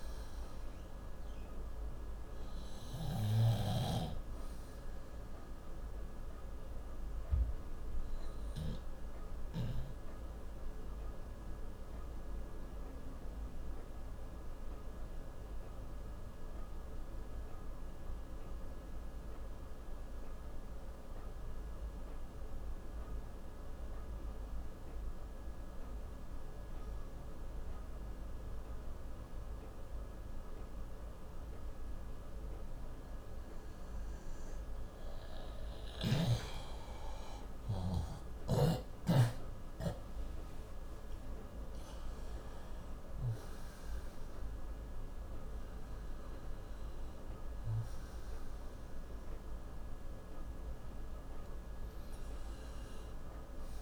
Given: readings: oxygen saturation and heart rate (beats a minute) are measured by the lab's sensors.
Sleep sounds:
breathing in sleep by a room microphone; 1
3.50-10.00 s: snoring (device-marked)
7.50-33.50 s: obstructive apnea (oxygen 95% before, 90% lowest, heart rate 74 before, 59 extreme, up 7 after)
8.50-25.50 s: oxygen desaturation (device-marked, oxygen 95% before, 90% lowest, heart rate 74 before, 59 extreme)
37.50-41.50 s: arousal
40.50-53.81 s: oxygen desaturation (device-marked, oxygen 98% before, 90% lowest, heart rate 62 before, 56 extreme)
From the record:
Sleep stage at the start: N2 (light sleep); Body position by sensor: on the left side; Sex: male

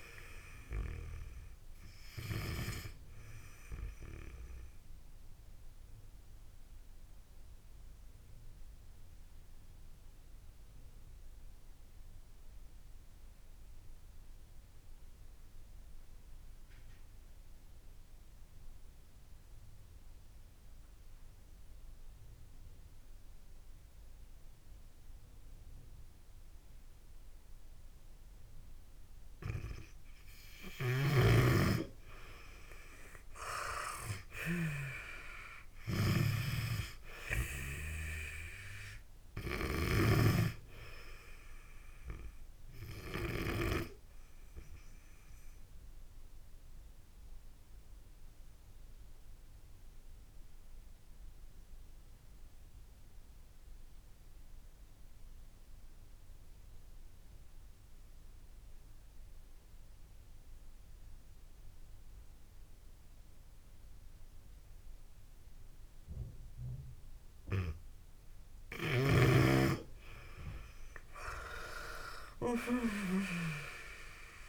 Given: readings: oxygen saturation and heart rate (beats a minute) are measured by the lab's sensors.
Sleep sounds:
breathing in sleep by a room microphone; 2
3.00-25.00 s: oxygen desaturation (device-marked, oxygen 96% before, 82% lowest)
5.00-29.00 s: obstructive apnea (oxygen 96% before, 82% lowest)
27.00-64.00 s: oxygen desaturation (device-marked, oxygen 98% before, 84% lowest)
30.50-40.00 s: snoring (device-marked)
33.00-36.00 s: arousal
43.50-67.00 s: obstructive apnea (oxygen 98% before, 83% lowest)
70.50-74.49 s: arousal
From the record:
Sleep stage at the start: N2 (light sleep); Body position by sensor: on the back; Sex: female

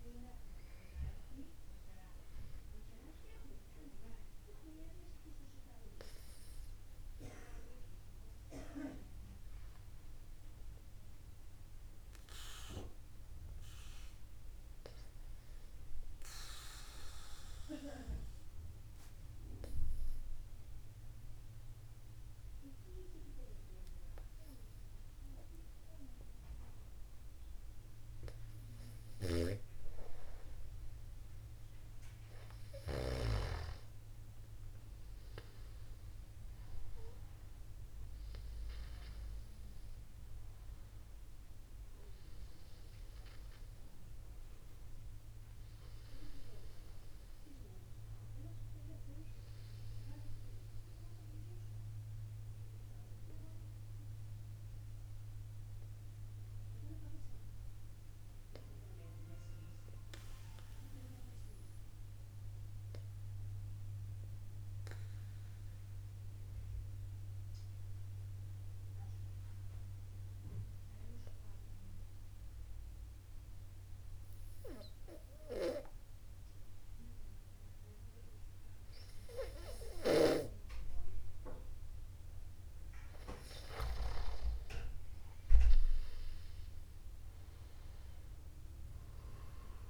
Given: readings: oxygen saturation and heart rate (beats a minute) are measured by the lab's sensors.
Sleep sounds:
breathing in sleep by a room microphone; 2
0.50-5.00 s: arousal
16.50-34.00 s: obstructive apnea (oxygen 97% before, 93% lowest, heart rate 50 before, 50 extreme, up 1 after)
29.50-33.50 s: snoring (device-marked)
36.50-41.00 s: arousal
54.00-83.50 s: mixed apnea (oxygen 96% before, 93% lowest, heart rate 51 before, 49 extreme, up 1 after)
86.00-89.50 s: arousal
From the record:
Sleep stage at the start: N2 (light sleep); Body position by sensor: upright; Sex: male

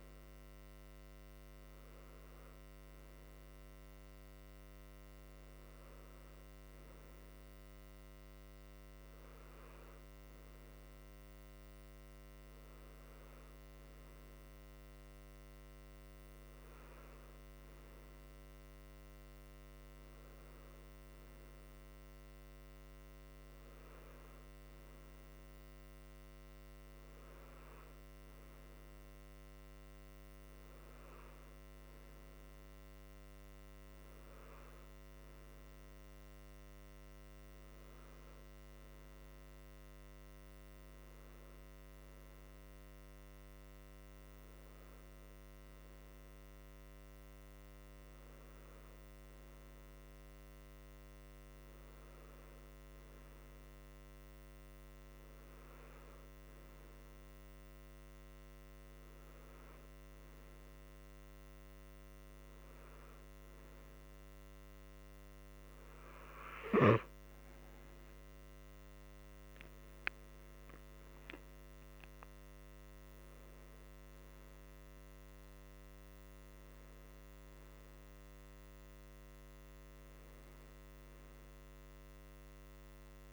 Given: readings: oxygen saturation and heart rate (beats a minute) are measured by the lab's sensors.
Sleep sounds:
breathing in sleep, hard to hear, by a microphone on the trachea; none
none scored
From the record:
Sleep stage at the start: N3 (deep sleep); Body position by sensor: on the right side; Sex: male

